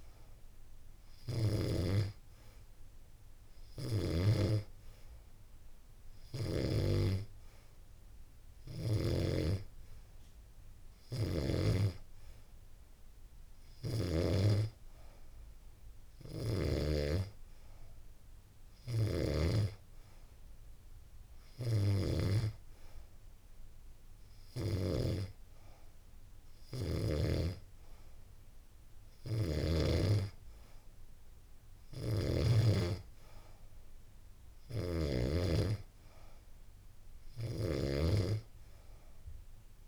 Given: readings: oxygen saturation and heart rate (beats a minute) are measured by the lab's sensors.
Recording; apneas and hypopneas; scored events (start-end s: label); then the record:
breathing in sleep by a room microphone; none
31.00-34.50 s: snoring (device-marked)
From the record:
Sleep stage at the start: N2 (light sleep); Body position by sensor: on the back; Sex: female